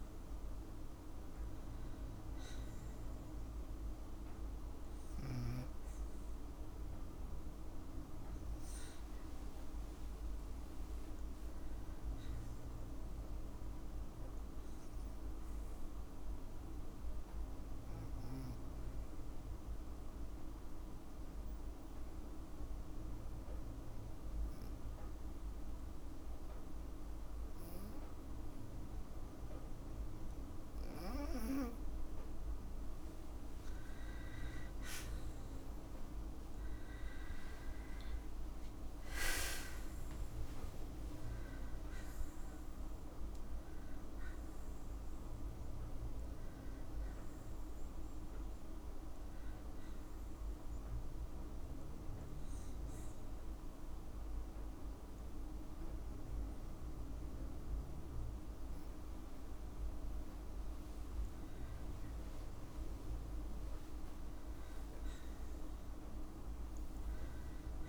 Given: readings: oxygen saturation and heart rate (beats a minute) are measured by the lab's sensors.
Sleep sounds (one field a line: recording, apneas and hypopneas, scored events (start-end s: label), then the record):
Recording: breathing in sleep, hard to hear, by a room microphone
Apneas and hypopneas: 2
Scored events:
16.50-31.00 s: obstructive apnea (oxygen 97% before, 93% lowest, heart rate 57 before, 46 extreme, up 4 after)
18.00-37.00 s: oxygen desaturation (device-marked, oxygen 97% before, 93% lowest, heart rate 56 before, 46 extreme)
32.00-34.00 s: long interval between heartbeats (device-marked, heart rate 55 before, 55 extreme)
36.50-38.50 s: long interval between heartbeats (device-marked, heart rate 54 before, 55 extreme)
37.00-40.50 s: arousal
49.00-60.50 s: obstructive apnea (oxygen 98% before, 93% lowest, heart rate 58 before, 53 extreme, up 7 after)
63.50-67.50 s: arousal
From the record:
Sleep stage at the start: N2 (light sleep)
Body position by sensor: on the right side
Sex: female